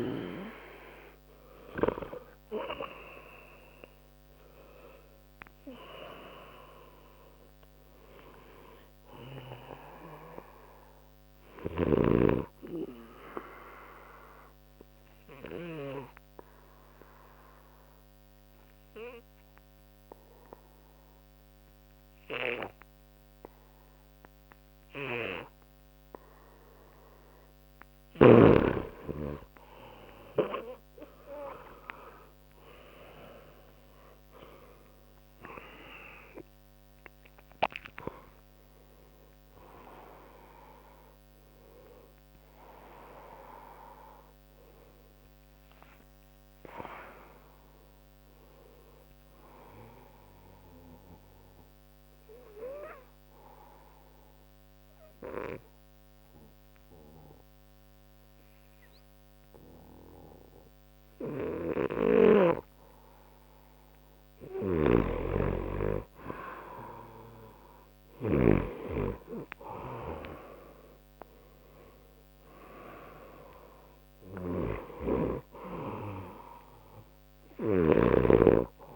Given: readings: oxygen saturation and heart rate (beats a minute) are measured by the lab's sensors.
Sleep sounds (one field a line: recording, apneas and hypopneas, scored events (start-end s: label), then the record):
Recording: breathing in sleep by a microphone on the trachea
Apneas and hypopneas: 2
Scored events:
0.00-1.50 s: arousal
0.50-25.50 s: oxygen desaturation (device-marked, oxygen 95% before, 88% lowest, heart rate 62 before, 60 extreme)
12.50-28.00 s: obstructive apnea (oxygen 95% before, 88% lowest, heart rate 63 before, 60 extreme, up 4 after)
31.00-34.50 s: arousal
32.50-44.50 s: oxygen desaturation (device-marked, oxygen 96% before, 92% lowest, heart rate 61 before, 60 extreme)
49.50-64.50 s: obstructive apnea (oxygen 96% before, 89% lowest, heart rate 66 before, 60 extreme, up 2 after)
64.50-68.50 s: snoring (device-marked)
69.50-73.50 s: arousal
77.50-78.96 s: oxygen desaturation (device-marked, oxygen 96% before, 89% lowest, heart rate 61 before, 60 extreme)
77.50-78.96 s: snoring (device-marked)
From the record:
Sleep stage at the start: N2 (light sleep)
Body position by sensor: on the back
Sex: male